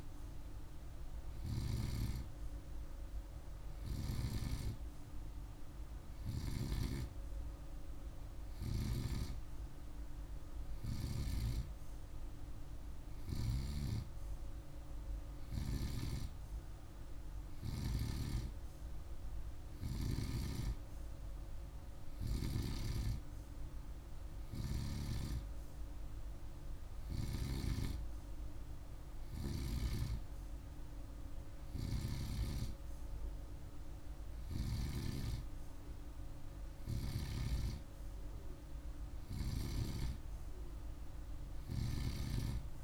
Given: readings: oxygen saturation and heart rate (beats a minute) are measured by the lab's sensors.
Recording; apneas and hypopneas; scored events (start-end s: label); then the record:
breathing in sleep by a room microphone; none
none scored
From the record:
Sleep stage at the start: N2 (light sleep); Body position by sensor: on the right side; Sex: male